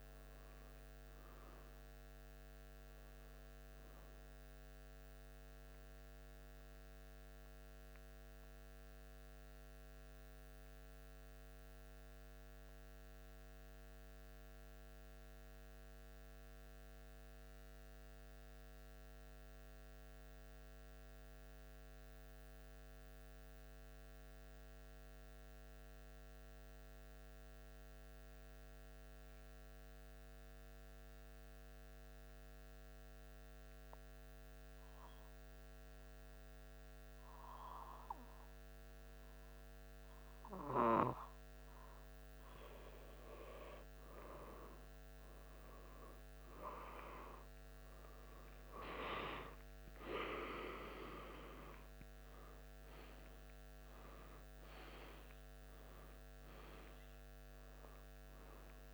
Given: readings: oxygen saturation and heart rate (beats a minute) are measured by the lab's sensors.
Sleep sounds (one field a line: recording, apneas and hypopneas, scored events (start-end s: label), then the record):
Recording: breathing in sleep by a microphone on the trachea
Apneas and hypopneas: 1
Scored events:
10.50-41.50 s: mixed apnea (oxygen 97% before, 93% lowest, heart rate 78 before, 73 extreme, up 3 after)
36.00-43.00 s: oxygen desaturation (device-marked, oxygen 96% before, 93% lowest, heart rate 74 before, 75 extreme)
46.00-50.50 s: arousal
From the record:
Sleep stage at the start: N2 (light sleep)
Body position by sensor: on the back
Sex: male